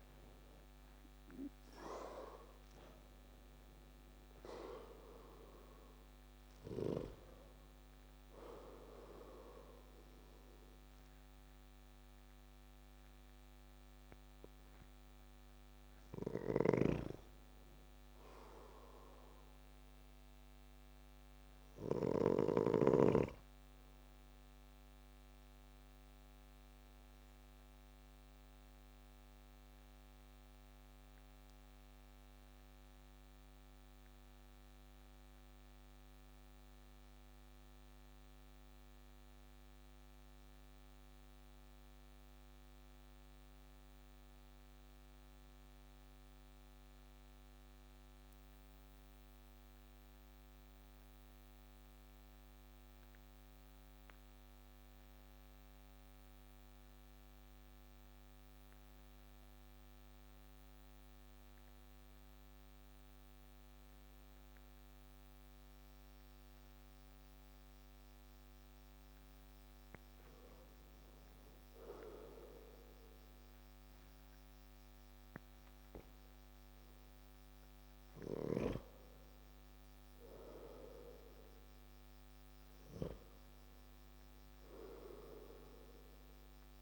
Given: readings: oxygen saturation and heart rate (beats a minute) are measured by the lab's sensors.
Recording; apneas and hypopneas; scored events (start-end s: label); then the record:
breathing in sleep by a microphone on the trachea; 1
0.00-2.50 s: arousal
0.00-34.00 s: oxygen desaturation (device-marked, oxygen 85% lowest)
16.50-23.00 s: snoring (device-marked)
26.50-70.50 s: obstructive apnea (oxygen 89% before, 87% lowest)
59.00-86.82 s: oxygen desaturation (device-marked, oxygen 97% before, 91% lowest)
72.00-76.00 s: arousal
From the record:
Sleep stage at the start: N2 (light sleep); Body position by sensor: on the back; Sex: male